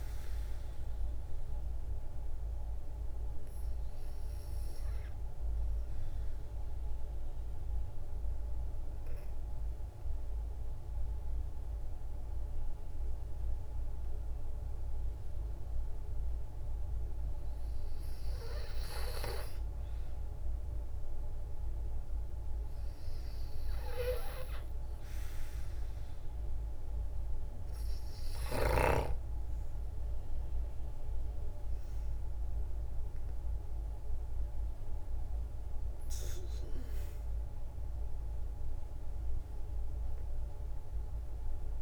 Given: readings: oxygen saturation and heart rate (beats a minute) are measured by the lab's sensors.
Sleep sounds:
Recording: breathing in sleep by a room microphone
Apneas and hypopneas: 1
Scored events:
1.00-16.50 s: obstructive apnea (oxygen 97% before, 91% lowest, heart rate 58 before, 52 extreme, up 2 after)
18.00-21.50 s: arousal
24.00-39.00 s: oxygen desaturation (device-marked, oxygen 96% before, 91% lowest, heart rate 56 before, 51 extreme)
From the record:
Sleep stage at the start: N2 (light sleep)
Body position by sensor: on the back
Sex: female

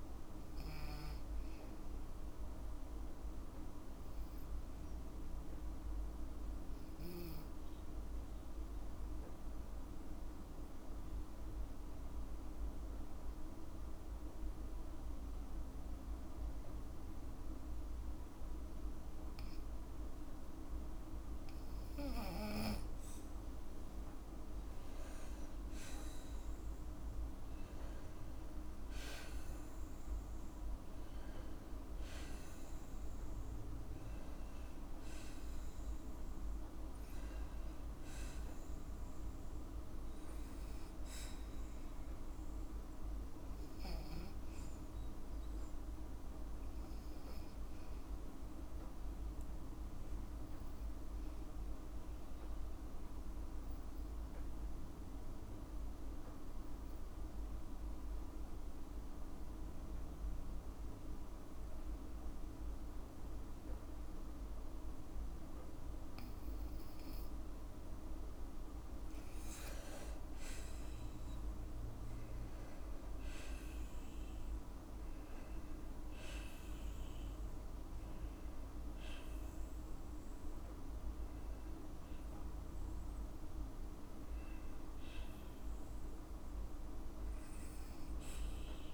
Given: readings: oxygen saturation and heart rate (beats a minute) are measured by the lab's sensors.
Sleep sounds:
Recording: breathing in sleep, hard to hear, by a room microphone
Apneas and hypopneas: 2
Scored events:
5.50-20.00 s: obstructive apnea (oxygen 97% before, 92% lowest, heart rate 56 before, 51 extreme, up 5 after)
12.00-24.00 s: oxygen desaturation (device-marked, oxygen 96% before, 92% lowest, heart rate 54 before, 53 extreme)
25.00-28.50 s: arousal
53.00-69.00 s: oxygen desaturation (device-marked, oxygen 97% before, 93% lowest, heart rate 55 before, 51 extreme)
56.00-67.00 s: obstructive apnea (oxygen 97% before, 93% lowest, heart rate 54 before, 51 extreme, up 6 after)
71.50-75.50 s: arousal
From the record:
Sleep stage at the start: N2 (light sleep)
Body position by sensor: on the back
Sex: female

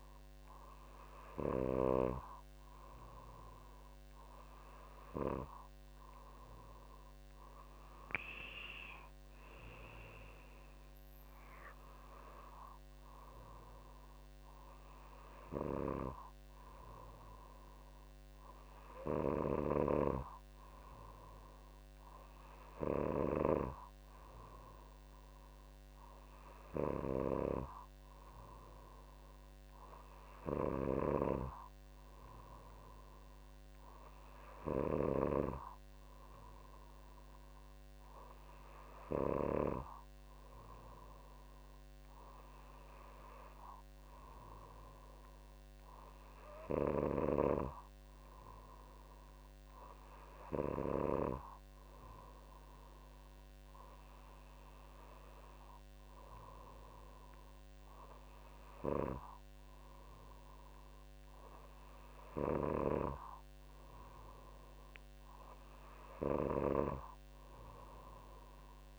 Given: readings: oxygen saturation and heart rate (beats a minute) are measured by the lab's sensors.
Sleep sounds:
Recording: breathing in sleep by a microphone on the trachea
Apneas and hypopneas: none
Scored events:
none scored
From the record:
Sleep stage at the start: N2 (light sleep)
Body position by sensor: on the back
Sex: female

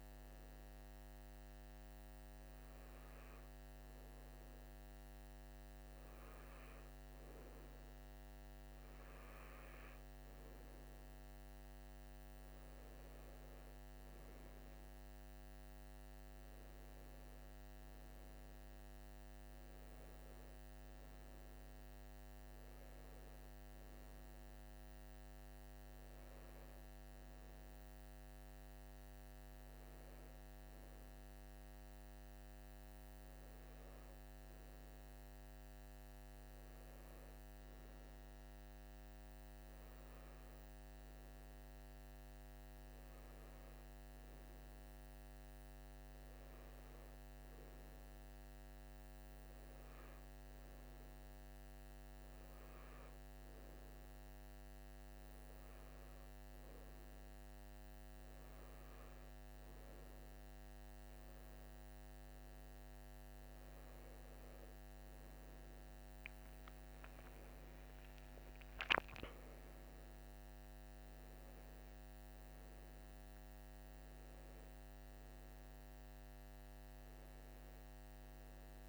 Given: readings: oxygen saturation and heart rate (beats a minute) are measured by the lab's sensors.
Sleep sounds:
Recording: breathing in sleep, hard to hear, by a microphone on the trachea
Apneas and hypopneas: none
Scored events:
65.50-70.50 s: arousal
From the record:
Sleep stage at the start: N2 (light sleep)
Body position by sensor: on the right side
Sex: male

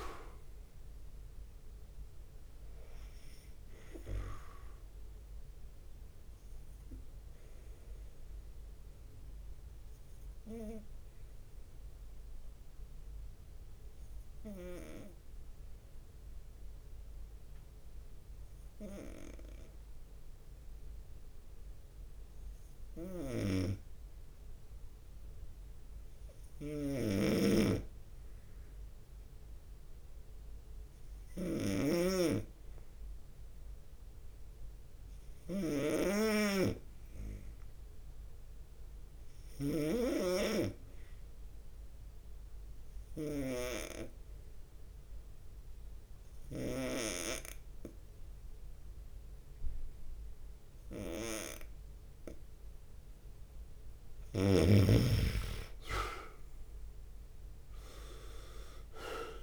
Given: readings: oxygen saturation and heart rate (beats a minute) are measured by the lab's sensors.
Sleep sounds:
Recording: breathing in sleep by a room microphone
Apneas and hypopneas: 1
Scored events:
0.00-3.00 s: drop in pulse transit time (device-marked, heart rate 68 extreme)
0.00-17.00 s: oxygen desaturation (device-marked, oxygen 90% lowest, heart rate 64 extreme)
6.00-53.00 s: obstructive apnea (oxygen 97% before, 88% lowest, heart rate 69 before, 64 extreme, up 3 after)
23.50-47.50 s: snoring (device-marked)
35.00-36.50 s: leg movement (device-marked)
38.00-59.43 s: oxygen desaturation (device-marked, oxygen 97% before, 88% lowest, heart rate 66 before, 65 extreme)
42.50-44.00 s: leg movement (device-marked)
50.50-52.00 s: leg movement (device-marked)
51.00-59.43 s: drop in pulse transit time (device-marked, heart rate 66 before, 66 extreme)
53.00-56.50 s: leg movement (device-marked)
56.00-59.43 s: arousal
From the record:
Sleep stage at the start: N2 (light sleep)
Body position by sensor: on the right side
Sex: male

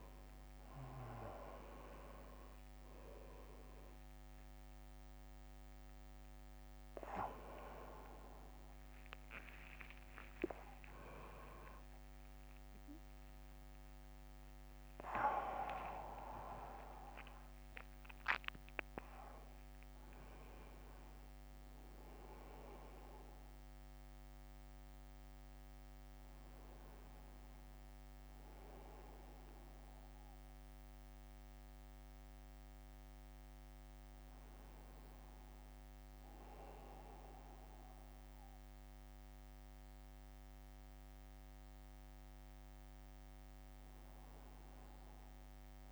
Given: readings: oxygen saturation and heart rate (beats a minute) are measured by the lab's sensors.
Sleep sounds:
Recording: breathing in sleep by a microphone on the trachea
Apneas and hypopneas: none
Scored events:
0.00-29.00 s: oxygen desaturation (device-marked, oxygen 82% lowest, heart rate 55 extreme)
2.00-18.00 s: drop in pulse transit time (device-marked, heart rate 57 before, 57 extreme)
9.00-14.50 s: arousal
9.00-17.00 s: tachycardia (device-marked, heart rate 62 before, 137 extreme)
10.00-12.00 s: long interval between heartbeats (device-marked, heart rate 61 before, 84 extreme)
12.50-14.50 s: long interval between heartbeats (device-marked, heart rate 64 before, 107 extreme)
18.00-45.92 s: new sleep stage, N1 (lightest sleep)
From the record:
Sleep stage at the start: N2 (light sleep)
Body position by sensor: on the right side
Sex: male

